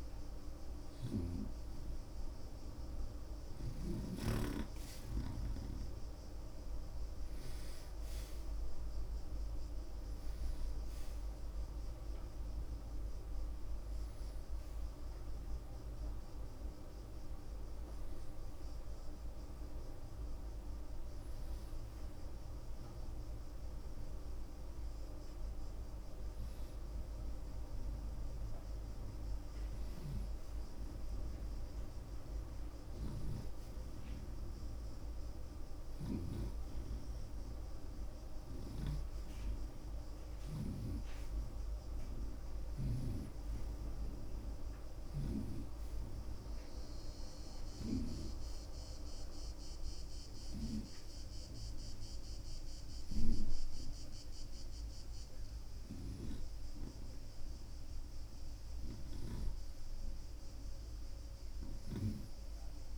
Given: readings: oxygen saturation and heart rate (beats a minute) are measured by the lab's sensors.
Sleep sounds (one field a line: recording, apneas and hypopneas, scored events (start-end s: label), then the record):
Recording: breathing in sleep by a room microphone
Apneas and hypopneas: none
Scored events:
0.00-1.50 s: snoring (device-marked)
12.50-33.50 s: oxygen desaturation (device-marked, oxygen 89% before, 86% lowest, heart rate 49 before, 27 extreme)
33.00-45.50 s: snoring (device-marked)
42.50-60.50 s: oxygen desaturation (device-marked, oxygen 92% before, 87% lowest)
59.00-62.98 s: snoring (device-marked)
From the record:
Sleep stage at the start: N1 (lightest sleep)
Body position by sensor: on the right side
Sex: male